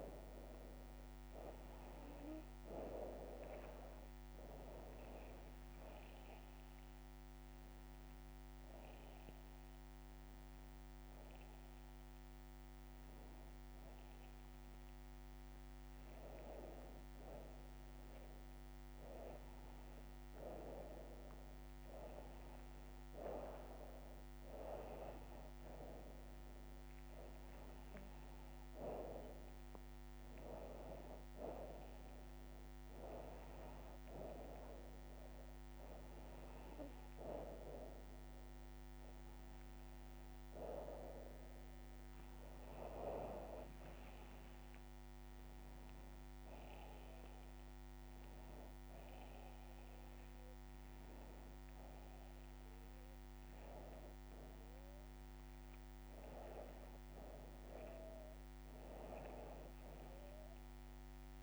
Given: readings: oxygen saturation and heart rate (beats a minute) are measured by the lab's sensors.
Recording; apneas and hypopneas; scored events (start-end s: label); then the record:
breathing in sleep by a microphone on the trachea; none
45.50-61.43 s: new sleep stage, N2 (light sleep)
From the record:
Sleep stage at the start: N1 (lightest sleep); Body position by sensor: upright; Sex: female